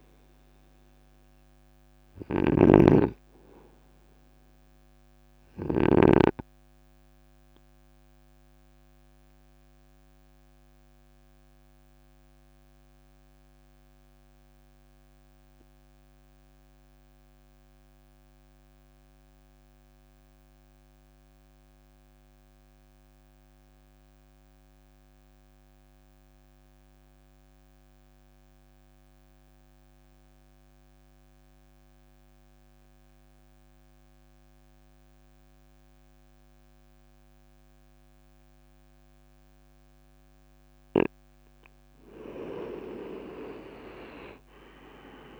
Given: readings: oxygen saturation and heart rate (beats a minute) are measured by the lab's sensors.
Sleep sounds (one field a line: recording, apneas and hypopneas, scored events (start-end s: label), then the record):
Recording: breathing in sleep by a microphone on the trachea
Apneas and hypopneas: 1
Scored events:
0.00-6.00 s: snoring (device-marked)
7.50-39.50 s: obstructive apnea (oxygen 98% before, 90% lowest, heart rate 54 before, 50 extreme, up 7 after)
33.00-45.40 s: oxygen desaturation (device-marked, oxygen 97% before, 93% lowest, heart rate 52 before, 49 extreme)
42.50-45.40 s: arousal
From the record:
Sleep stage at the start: N2 (light sleep)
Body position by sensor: on the right side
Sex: male